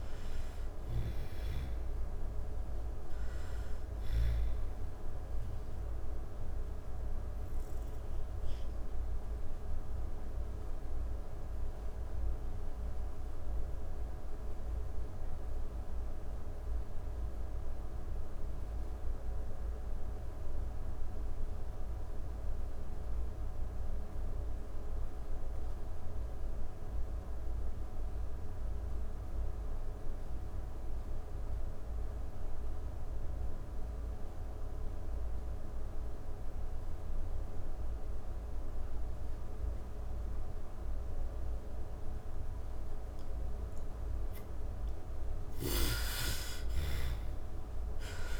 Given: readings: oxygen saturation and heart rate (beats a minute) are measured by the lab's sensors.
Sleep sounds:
breathing in sleep, hard to hear, by a room microphone; 1
0.00-17.00 s: oxygen desaturation (device-marked, oxygen 76% lowest)
3.00-42.00 s: obstructive apnea (oxygen 97% before, 76% lowest)
36.00-48.40 s: oxygen desaturation (device-marked, oxygen 99% before, 79% lowest)
44.00-48.40 s: snoring (device-marked)
45.50-48.40 s: arousal
From the record:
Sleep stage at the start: N2 (light sleep); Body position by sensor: on the back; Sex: female

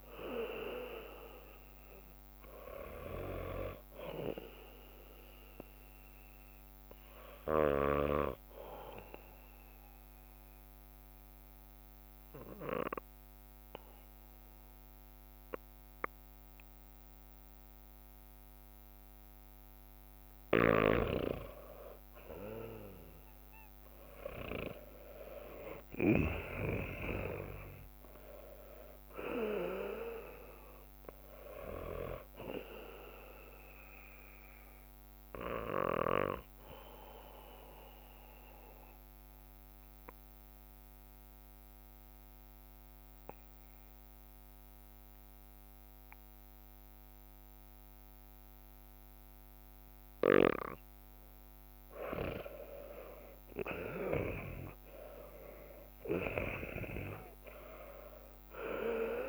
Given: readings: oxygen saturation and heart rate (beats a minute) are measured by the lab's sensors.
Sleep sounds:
breathing in sleep by a microphone on the trachea; 2
0.00-9.50 s: oxygen desaturation (device-marked, oxygen 95% lowest, heart rate 55 extreme)
2.50-21.50 s: bradycardia (device-marked, heart rate 57 before, 55 extreme)
9.50-20.50 s: obstructive apnea (oxygen 99% before, 94% lowest, heart rate 59 before, 55 extreme, up 9 after)
11.50-34.50 s: drop in pulse transit time (device-marked, heart rate 59 before, 55 extreme)
19.00-27.50 s: leg movement (device-marked)
24.50-29.00 s: arousal
31.50-39.00 s: leg movement (device-marked)
32.50-51.50 s: bradycardia (device-marked, heart rate 58 before, 55 extreme)
37.00-51.00 s: obstructive apnea (oxygen 98% before, 93% lowest, heart rate 61 before, 55 extreme, up 10 after)
48.50-57.50 s: drop in pulse transit time (device-marked, heart rate 59 before, 56 extreme)
53.50-58.00 s: arousal
54.00-56.50 s: leg movement (device-marked)
57.00-59.00 s: leg movement (device-marked)
From the record:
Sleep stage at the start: N2 (light sleep); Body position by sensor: on the back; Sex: male

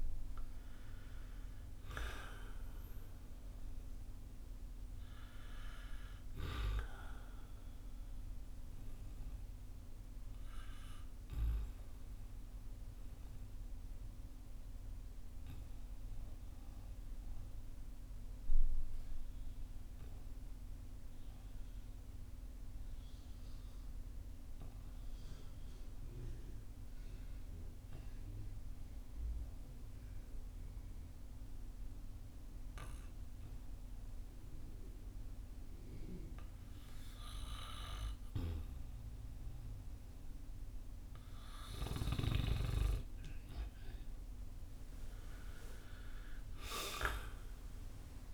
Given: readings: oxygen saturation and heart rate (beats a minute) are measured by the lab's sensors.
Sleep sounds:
breathing in sleep by a room microphone; 1
0.00-27.00 s: oxygen desaturation (device-marked, oxygen 89% lowest, heart rate 41 extreme)
9.00-42.00 s: obstructive apnea (oxygen 98% before, 89% lowest, heart rate 58 before, 41 extreme, up 9 after)
40.00-48.33 s: oxygen desaturation (device-marked, oxygen 97% before, 89% lowest, heart rate 50 before, 47 extreme)
43.00-48.00 s: arousal
From the record:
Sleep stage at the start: N2 (light sleep); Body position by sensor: on the back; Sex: male

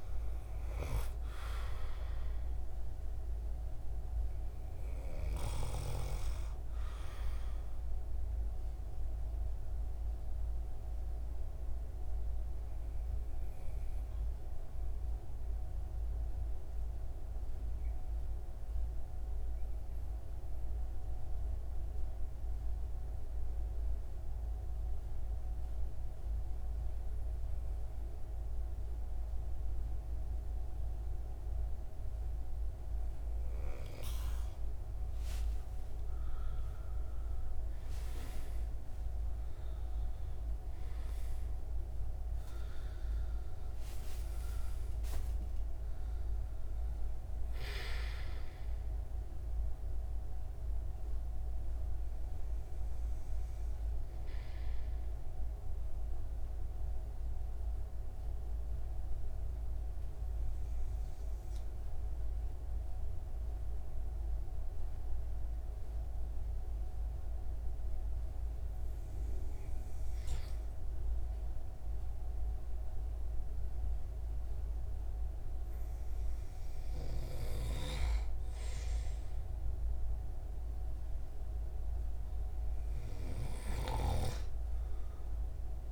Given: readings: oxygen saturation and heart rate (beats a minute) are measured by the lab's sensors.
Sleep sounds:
breathing in sleep by a room microphone; 2
0.00-12.50 s: oxygen desaturation (device-marked, oxygen 91% lowest)
9.00-34.00 s: mixed apnea (oxygen 97% before, 91% lowest)
34.50-38.00 s: arousal
39.50-50.50 s: oxygen desaturation (device-marked, oxygen 97% before, 93% lowest)
57.50-76.50 s: hypopnea (oxygen 97% before, 93% lowest)
78.50-83.00 s: arousal
83.50-85.92 s: snoring (device-marked)
From the record:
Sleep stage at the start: N2 (light sleep); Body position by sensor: on the right side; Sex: male

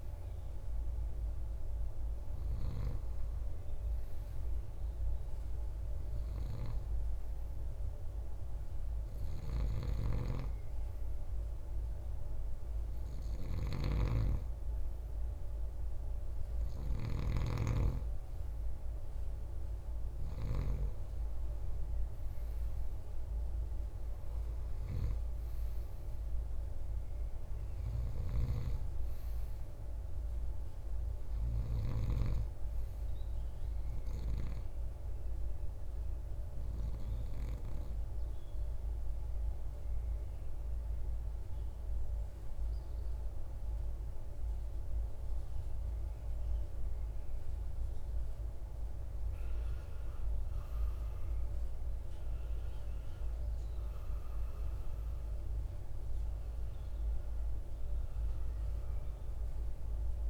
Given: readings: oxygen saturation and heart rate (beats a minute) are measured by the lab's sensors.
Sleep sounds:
breathing in sleep by a room microphone; 1
12.00-16.00 s: snoring (device-marked)
27.00-31.00 s: snoring (device-marked)
35.50-48.00 s: central apnea (oxygen 97% before, 91% lowest, heart rate 63 before, 52 extreme, up 16 after)
54.50-59.00 s: arousal
From the record:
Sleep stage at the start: REM sleep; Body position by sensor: on the right side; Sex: male

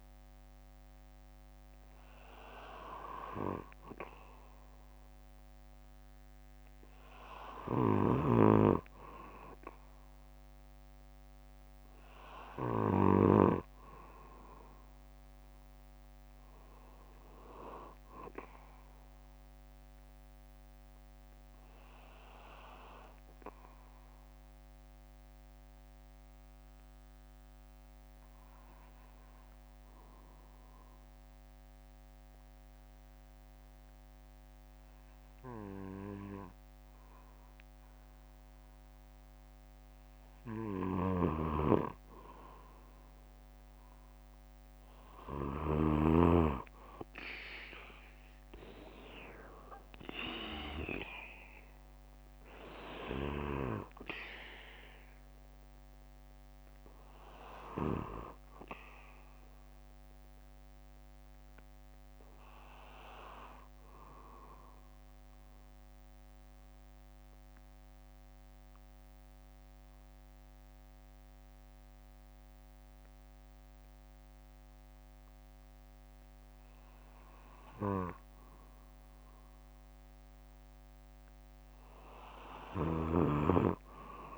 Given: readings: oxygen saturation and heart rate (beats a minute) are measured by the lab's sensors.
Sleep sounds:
breathing in sleep by a microphone on the trachea; 2
15.50-17.50 s: bradycardia (device-marked, heart rate 61 before, 59 extreme)
24.00-39.00 s: obstructive apnea (oxygen 96% before, 92% lowest, heart rate 62 before, 50 extreme, up 11 after)
25.50-32.50 s: bradycardia (device-marked, heart rate 61 before, 50 extreme)
33.50-35.50 s: bradycardia (device-marked, heart rate 61 before, 54 extreme)
36.50-38.50 s: bradycardia (device-marked, heart rate 61 before, 58 extreme)
39.50-43.50 s: bradycardia (device-marked, heart rate 61 before, 56 extreme)
43.50-46.50 s: arousal
59.50-61.50 s: bradycardia (device-marked, heart rate 61 before, 61 extreme)
62.50-73.50 s: bradycardia (device-marked, heart rate 61 before, 55 extreme)
66.00-78.00 s: central apnea (oxygen 96% before, 92% lowest, heart rate 63 before, 55 extreme, up 6 after)
75.50-78.50 s: bradycardia (device-marked, heart rate 61 before, 56 extreme)
80.50-82.50 s: bradycardia (device-marked, heart rate 61 before, 59 extreme)
80.50-84.00 s: arousal
From the record:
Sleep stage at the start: N2 (light sleep); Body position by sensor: on the back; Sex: male

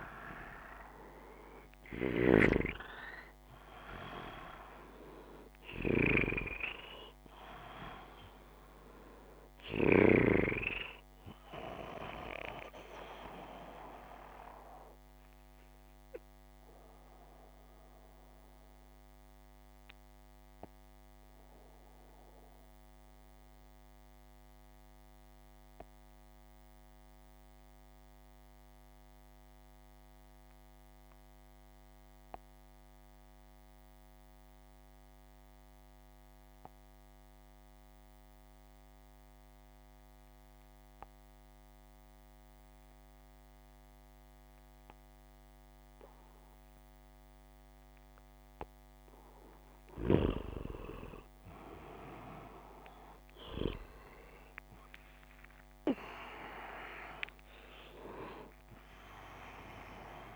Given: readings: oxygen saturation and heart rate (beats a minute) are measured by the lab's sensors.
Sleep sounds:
breathing in sleep by a microphone on the trachea; 1
0.00-1.50 s: arousal
17.00-48.00 s: obstructive apnea (oxygen 98% before, 92% lowest, heart rate 64 before, 74 extreme, up 34 after)
50.50-56.00 s: arousal
From the record:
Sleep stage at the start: N2 (light sleep); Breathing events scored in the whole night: 218 in 4.9 hours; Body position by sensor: upright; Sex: male

